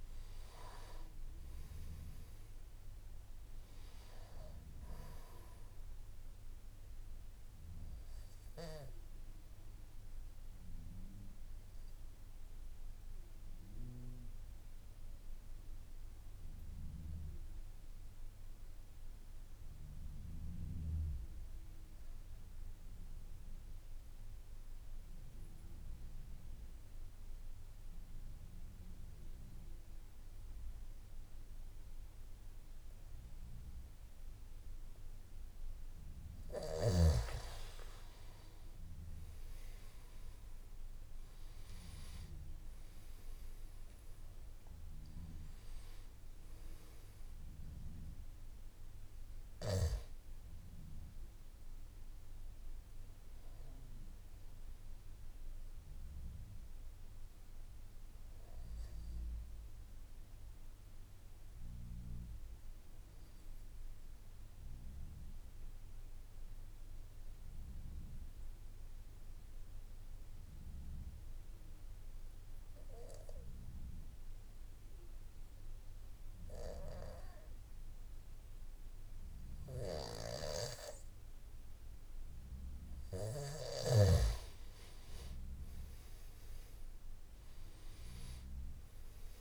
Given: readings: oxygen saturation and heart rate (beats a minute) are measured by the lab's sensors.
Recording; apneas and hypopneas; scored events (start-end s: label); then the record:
breathing in sleep by a room microphone; 2
8.50-24.50 s: oxygen desaturation (device-marked, oxygen 96% before, 91% lowest, heart rate 57 before, 52 extreme)
9.50-35.50 s: obstructive apnea (oxygen 98% before, 88% lowest, heart rate 57 before, 52 extreme, up 10 after)
39.50-67.50 s: oxygen desaturation (device-marked, oxygen 97% before, 88% lowest, heart rate 54 before, 52 extreme)
60.50-81.50 s: obstructive apnea (oxygen 97% before, 88% lowest, heart rate 58 before, 52 extreme, up 6 after)
From the record:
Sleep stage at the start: N3 (deep sleep); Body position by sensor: on the back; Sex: male